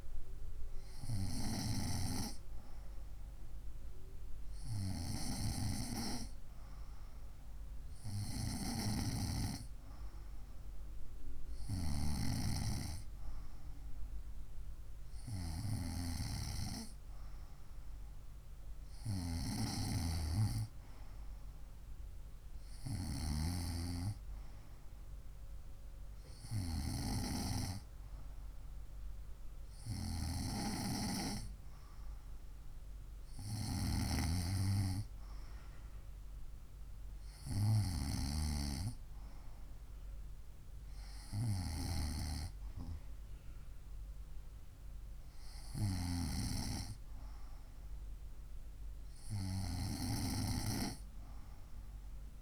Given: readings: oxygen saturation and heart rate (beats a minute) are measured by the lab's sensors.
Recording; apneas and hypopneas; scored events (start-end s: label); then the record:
breathing in sleep by a room microphone; none
none scored
From the record:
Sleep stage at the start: N2 (light sleep); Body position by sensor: on the right side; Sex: female